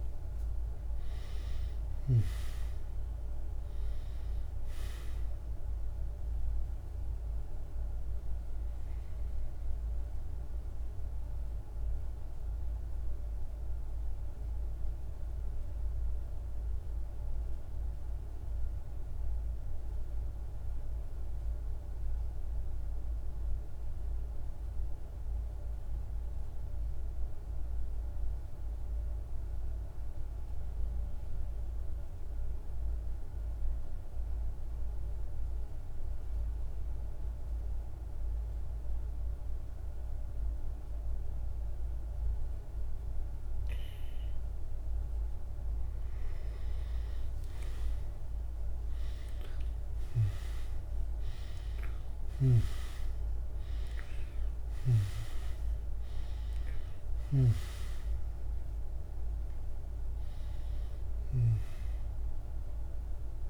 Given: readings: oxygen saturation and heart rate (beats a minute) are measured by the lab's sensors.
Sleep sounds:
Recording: breathing in sleep, hard to hear, by a room microphone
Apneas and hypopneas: 1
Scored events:
0.00-1.50 s: snoring (device-marked)
0.00-19.50 s: oxygen desaturation (device-marked, oxygen 85% lowest, heart rate 47 extreme)
9.00-45.00 s: mixed apnea (oxygen 98% before, 85% lowest, heart rate 55 before, 47 extreme, up 8 after)
36.50-63.50 s: oxygen desaturation (device-marked, oxygen 99% before, 86% lowest, heart rate 50 before, 48 extreme)
48.00-53.50 s: arousal
56.00-60.50 s: snoring (device-marked)
From the record:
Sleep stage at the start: N2 (light sleep)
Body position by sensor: on the back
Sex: male

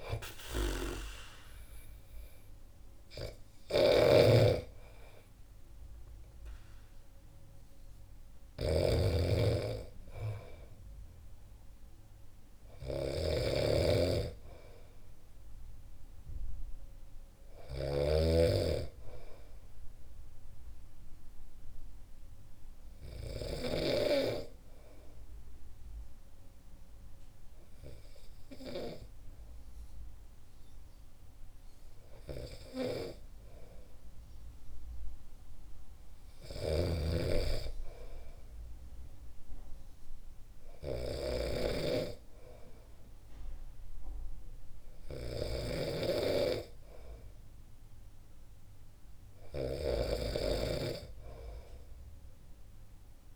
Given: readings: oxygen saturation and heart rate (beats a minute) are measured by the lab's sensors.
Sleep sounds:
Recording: breathing in sleep by a room microphone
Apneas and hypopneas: none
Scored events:
0.50-24.00 s: snoring (device-marked)
36.50-53.36 s: snoring (device-marked)
From the record:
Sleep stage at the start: N2 (light sleep)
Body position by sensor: on the back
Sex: male

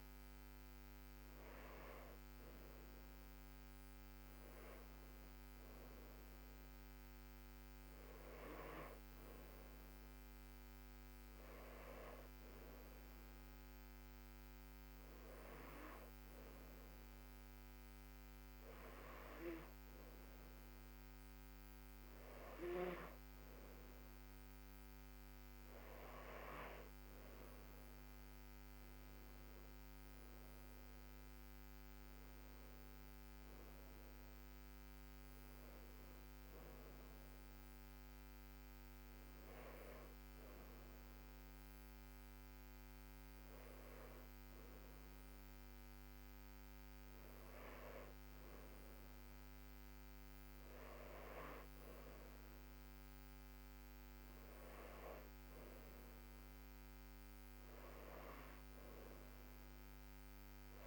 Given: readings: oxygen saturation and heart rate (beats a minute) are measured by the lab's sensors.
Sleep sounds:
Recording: breathing in sleep by a microphone on the trachea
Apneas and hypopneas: 1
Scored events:
4.00-7.50 s: arousal
11.00-23.00 s: hypopnea (oxygen 96% before, 94% lowest, heart rate 78 before, 74 extreme, up 5 after)
29.00-32.50 s: arousal
From the record:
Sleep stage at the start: N2 (light sleep)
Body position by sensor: on the back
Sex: female

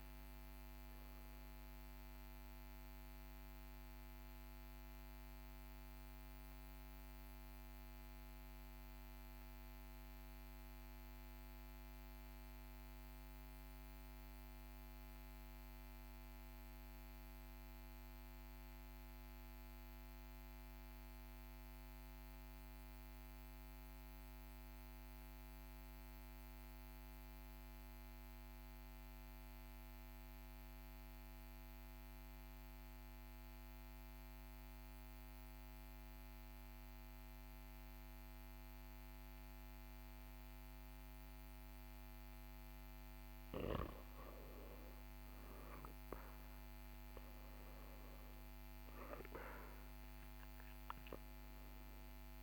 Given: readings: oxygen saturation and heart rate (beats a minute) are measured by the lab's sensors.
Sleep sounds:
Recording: breathing in sleep, hard to hear, by a microphone on the trachea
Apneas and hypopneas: 1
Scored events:
0.00-7.00 s: oxygen desaturation (device-marked, oxygen 91% lowest, heart rate 41 extreme)
3.00-43.50 s: obstructive apnea (oxygen 95% before, 91% lowest, heart rate 44 before, 41 extreme, up 3 after)
35.00-52.43 s: oxygen desaturation (device-marked, oxygen 99% before, 91% lowest, heart rate 42 before, 42 extreme)
45.00-49.50 s: arousal
From the record:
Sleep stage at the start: N2 (light sleep)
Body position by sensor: on the right side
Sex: male

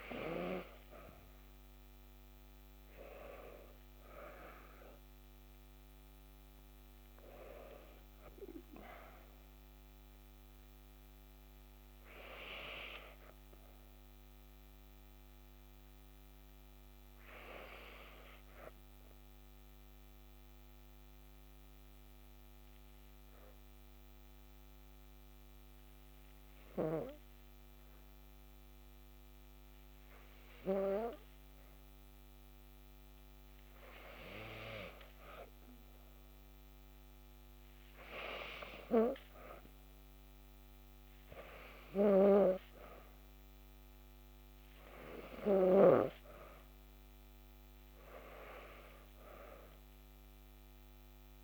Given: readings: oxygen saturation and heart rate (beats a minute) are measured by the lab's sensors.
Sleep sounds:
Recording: breathing in sleep by a microphone on the trachea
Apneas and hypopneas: 1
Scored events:
0.00-4.00 s: arousal
13.50-32.00 s: obstructive apnea (oxygen 96% before, 93% lowest, heart rate 57 before, 55 extreme, up 1 after)
34.00-37.00 s: arousal
From the record:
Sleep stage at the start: N2 (light sleep)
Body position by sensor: on the back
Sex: female

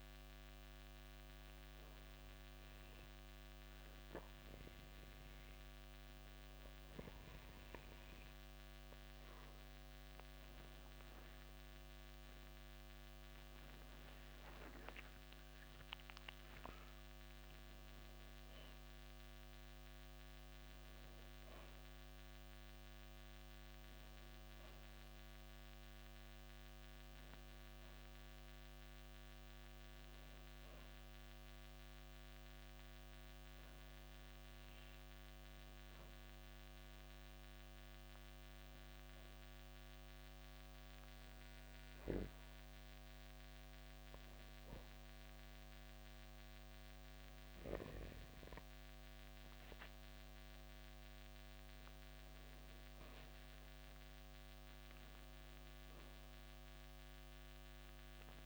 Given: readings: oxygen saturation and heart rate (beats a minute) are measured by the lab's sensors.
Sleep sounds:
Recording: breathing in sleep, hard to hear, by a microphone on the trachea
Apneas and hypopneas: 1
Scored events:
13.50-18.00 s: arousal
42.00-53.50 s: obstructive apnea (oxygen 95% before, 93% lowest, heart rate 66 before, 55 extreme, up 17 after)
55.50-58.46 s: arousal
From the record:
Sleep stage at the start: N2 (light sleep)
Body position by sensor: on the back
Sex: male

